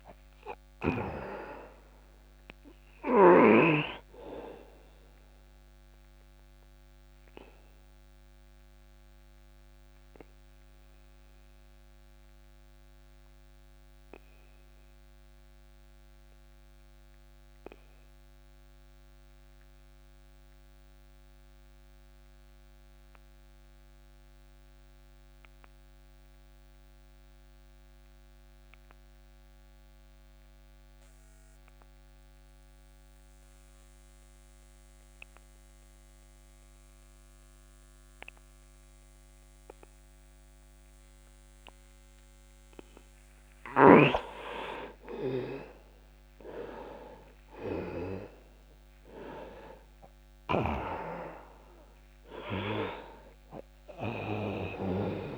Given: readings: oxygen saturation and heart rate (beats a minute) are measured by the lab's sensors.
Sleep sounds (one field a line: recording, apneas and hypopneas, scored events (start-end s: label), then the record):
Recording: breathing in sleep by a microphone on the trachea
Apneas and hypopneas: 1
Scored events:
0.00-30.00 s: oxygen desaturation (device-marked, oxygen 87% lowest)
4.00-43.50 s: obstructive apnea (oxygen 99% before, 87% lowest)
44.00-55.37 s: oxygen desaturation (device-marked, oxygen 98% before, 88% lowest)
45.00-50.50 s: arousal
From the record:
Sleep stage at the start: REM sleep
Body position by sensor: on the back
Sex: male